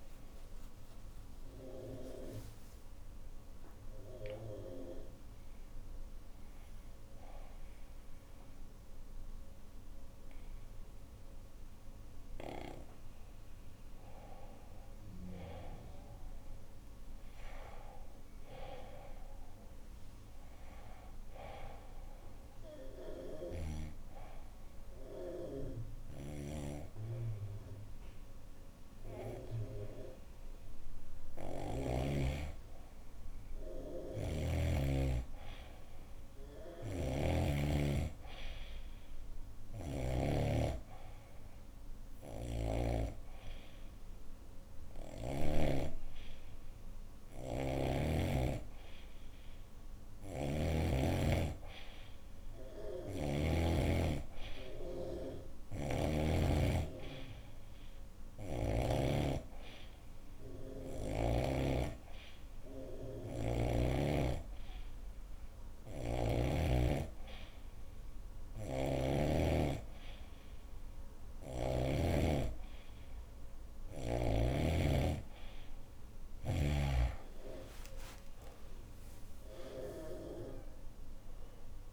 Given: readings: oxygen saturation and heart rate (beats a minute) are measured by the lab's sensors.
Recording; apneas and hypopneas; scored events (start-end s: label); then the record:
breathing in sleep by a room microphone; 1
0.00-10.00 s: oxygen desaturation (device-marked, oxygen 90% lowest, heart rate 93 extreme)
4.00-14.00 s: hypopnea (oxygen 97% before, 90% lowest, heart rate 191 before, 93 extreme)
17.00-19.50 s: arousal
25.50-31.50 s: snoring (device-marked)
33.50-40.00 s: snoring (device-marked)
40.00-48.00 s: oxygen desaturation (device-marked, oxygen 97% before, 93% lowest, heart rate 124 before, 90 extreme)
47.00-50.50 s: snoring (device-marked)
55.00-58.50 s: snoring (device-marked)
68.00-71.50 s: snoring (device-marked)
77.50-81.93 s: arousal
From the record:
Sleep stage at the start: N2 (light sleep); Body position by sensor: on the back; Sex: female